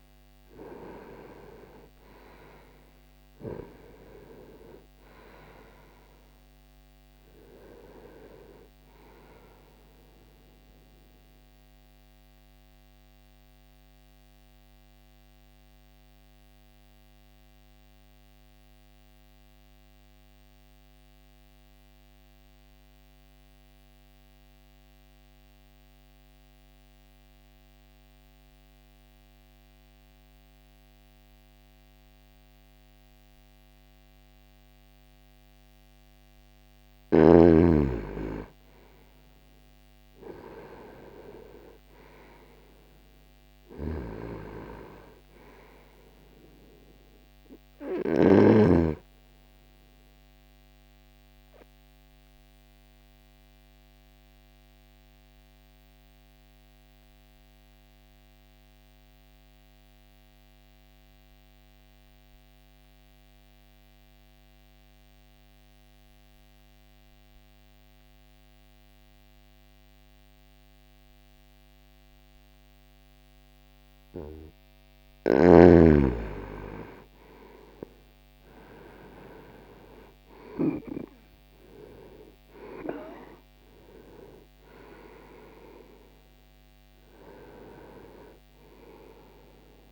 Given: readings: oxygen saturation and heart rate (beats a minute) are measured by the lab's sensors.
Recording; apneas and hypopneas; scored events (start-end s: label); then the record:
breathing in sleep by a microphone on the trachea; 2
0.00-1.50 s: arousal
1.00-18.00 s: oxygen desaturation (device-marked, oxygen 98% before, 93% lowest, heart rate 61 before, 59 extreme)
12.50-35.00 s: mixed apnea (oxygen 99% before, 90% lowest, heart rate 61 before, 60 extreme, up 0 after)
25.00-34.00 s: oxygen desaturation (device-marked, oxygen 94% before, 90% lowest, heart rate 61 before, 60 extreme)
37.00-41.50 s: arousal
50.00-73.50 s: obstructive apnea (oxygen 97% before, 90% lowest, heart rate 60 before, 59 extreme, up 0 after)
67.00-75.00 s: oxygen desaturation (device-marked, oxygen 95% before, 91% lowest, heart rate 60 before, 60 extreme)
76.00-81.00 s: arousal
82.00-89.92 s: oxygen desaturation (device-marked, oxygen 96% before, 92% lowest, heart rate 60 before, 59 extreme)
From the record:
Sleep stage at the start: N2 (light sleep); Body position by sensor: on the right side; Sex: male